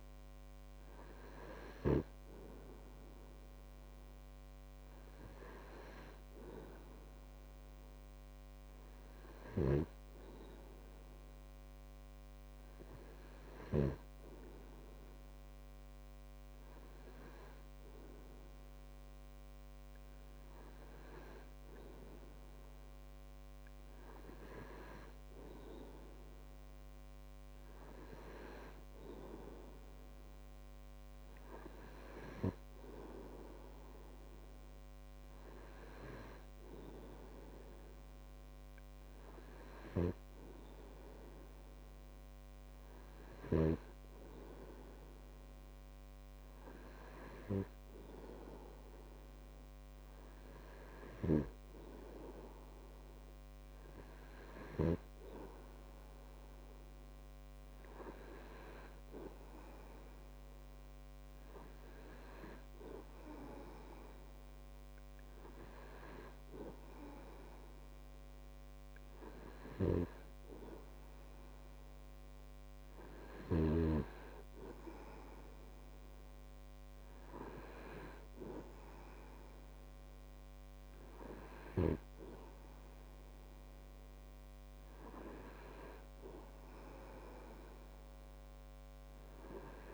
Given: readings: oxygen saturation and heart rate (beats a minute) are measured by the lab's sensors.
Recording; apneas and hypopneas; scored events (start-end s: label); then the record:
breathing in sleep by a microphone on the trachea; none
10.00-14.50 s: snoring (device-marked)
51.50-55.50 s: snoring (device-marked)
From the record:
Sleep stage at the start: N2 (light sleep); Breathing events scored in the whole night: 132 in 5.1 hours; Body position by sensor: on the right side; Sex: male